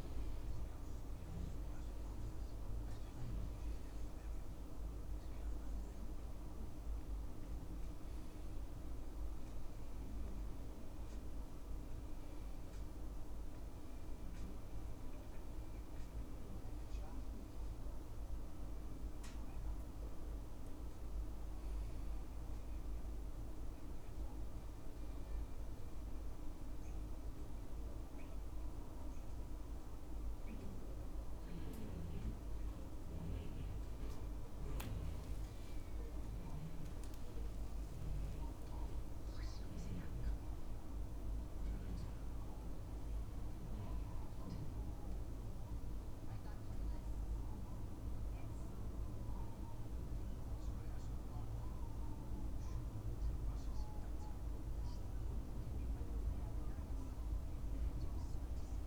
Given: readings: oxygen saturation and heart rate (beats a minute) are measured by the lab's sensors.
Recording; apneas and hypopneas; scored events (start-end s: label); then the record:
breathing in sleep, hard to hear, by a room microphone; 1
16.50-20.00 s: arousal
23.50-35.00 s: hypopnea (oxygen 96% before, 94% lowest, heart rate 75 before, 69 extreme, up 1 after)
36.50-41.00 s: arousal
From the record:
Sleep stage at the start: N2 (light sleep); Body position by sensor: on the back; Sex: male